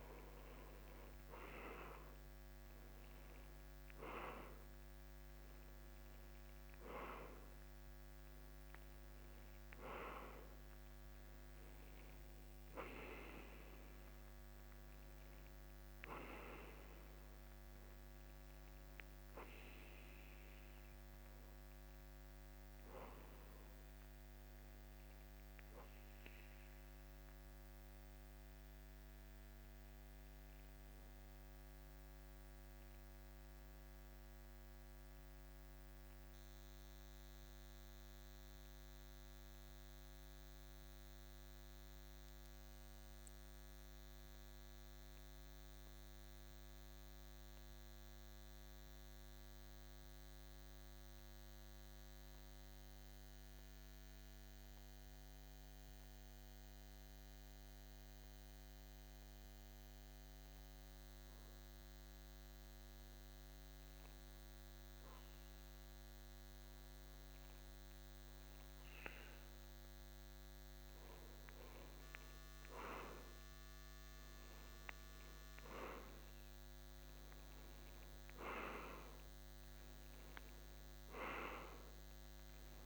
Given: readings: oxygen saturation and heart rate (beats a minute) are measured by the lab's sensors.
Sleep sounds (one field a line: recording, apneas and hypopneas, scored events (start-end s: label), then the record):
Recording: breathing in sleep by a microphone on the trachea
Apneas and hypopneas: 1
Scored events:
0.00-3.50 s: arousal
18.50-55.50 s: oxygen desaturation (device-marked, oxygen 95% before, 91% lowest, heart rate 54 before, 51 extreme)
37.50-70.50 s: mixed apnea (oxygen 95% before, 89% lowest, heart rate 55 before, 51 extreme, up 1 after)
72.50-77.50 s: arousal
80.50-82.86 s: new sleep stage, N1 (lightest sleep)
From the record:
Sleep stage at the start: N2 (light sleep)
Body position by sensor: on the back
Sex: male